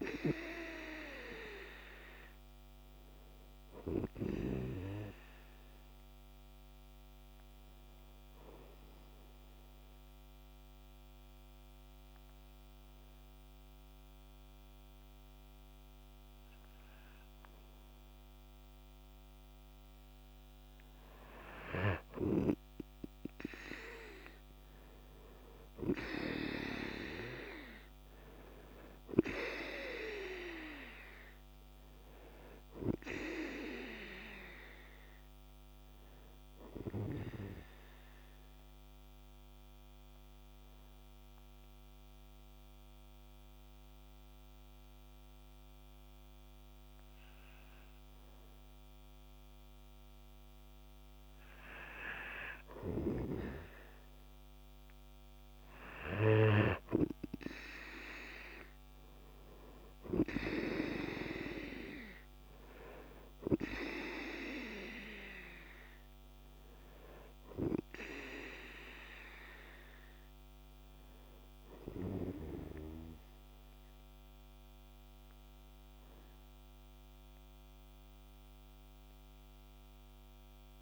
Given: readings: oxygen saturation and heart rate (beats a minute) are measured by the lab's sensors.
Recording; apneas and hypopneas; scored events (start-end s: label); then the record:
breathing in sleep by a microphone on the trachea; 2
9.00-20.50 s: obstructive apnea (oxygen 97% before, 92% lowest, heart rate 52 before, 49 extreme, up 6 after)
17.00-24.00 s: oxygen desaturation (device-marked, oxygen 96% before, 93% lowest, heart rate 51 before, 50 extreme)
23.50-27.50 s: arousal
38.50-51.50 s: mixed apnea (oxygen 96% before, 92% lowest, heart rate 52 before, 50 extreme, up 2 after)
53.00-62.00 s: oxygen desaturation (device-marked, oxygen 96% before, 92% lowest, heart rate 51 before, 49 extreme)
53.50-56.50 s: arousal
From the record:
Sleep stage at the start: N2 (light sleep); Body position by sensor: on the right side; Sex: male